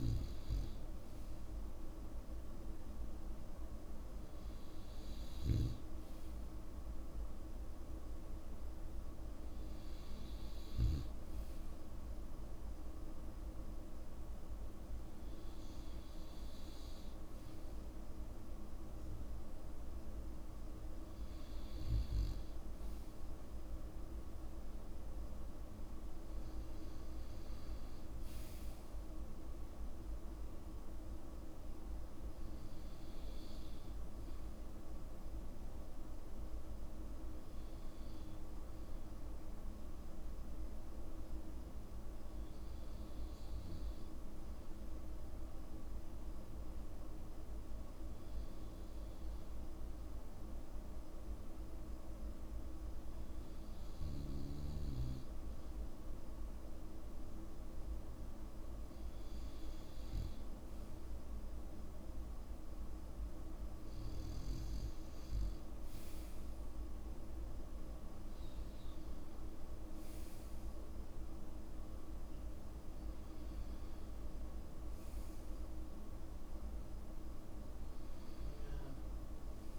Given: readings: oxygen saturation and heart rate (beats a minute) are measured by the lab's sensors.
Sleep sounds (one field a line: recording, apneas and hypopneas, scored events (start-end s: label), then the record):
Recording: breathing in sleep, hard to hear, by a room microphone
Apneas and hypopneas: 1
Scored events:
35.00-61.00 s: obstructive apnea (oxygen 93% before, 91% lowest, heart rate 65 before, 58 extreme, up 8 after)
63.00-67.00 s: arousal
From the record:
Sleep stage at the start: N2 (light sleep)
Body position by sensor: on the back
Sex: male